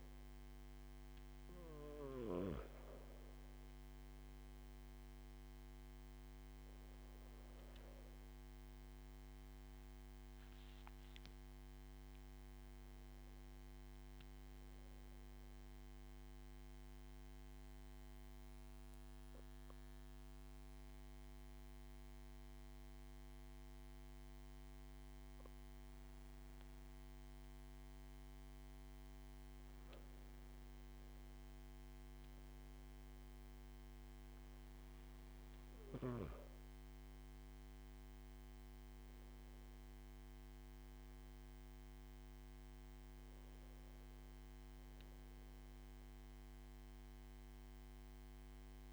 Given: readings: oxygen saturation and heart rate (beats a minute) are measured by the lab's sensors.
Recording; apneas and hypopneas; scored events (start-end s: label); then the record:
breathing in sleep, hard to hear, by a microphone on the trachea; 1
0.00-1.00 s: arousal
17.50-29.00 s: obstructive apnea (oxygen 96% before, 94% lowest)
31.00-35.00 s: arousal
From the record:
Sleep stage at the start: N2 (light sleep); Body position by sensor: on the back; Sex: male